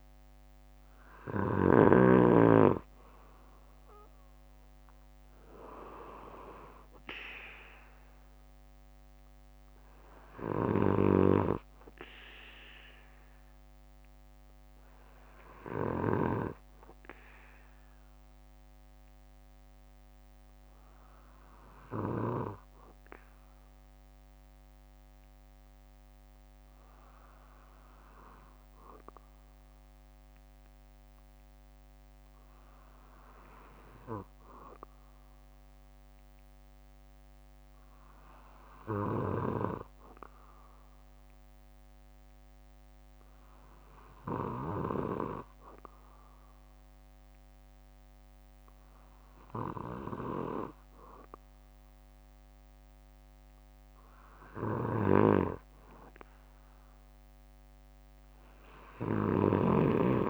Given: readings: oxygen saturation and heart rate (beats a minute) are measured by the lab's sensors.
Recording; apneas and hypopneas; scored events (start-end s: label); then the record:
breathing in sleep by a microphone on the trachea; none
10.50-12.50 s: bradycardia (device-marked, heart rate 60 before, 64 extreme)
13.50-15.50 s: bradycardia (device-marked, heart rate 60 before, 58 extreme)
16.50-20.50 s: bradycardia (device-marked, heart rate 60 before, 57 extreme)
21.50-29.50 s: bradycardia (device-marked, heart rate 60 before, 58 extreme)
36.50-38.50 s: bradycardia (device-marked, heart rate 60 before, 60 extreme)
40.50-42.50 s: bradycardia (device-marked, heart rate 60 before, 57 extreme)
44.50-48.50 s: bradycardia (device-marked, heart rate 60 before, 58 extreme)
49.50-52.50 s: bradycardia (device-marked, heart rate 60 before, 58 extreme)
54.50-56.50 s: bradycardia (device-marked, heart rate 60 before, 59 extreme)
From the record:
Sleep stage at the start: N2 (light sleep); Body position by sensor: on the back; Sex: male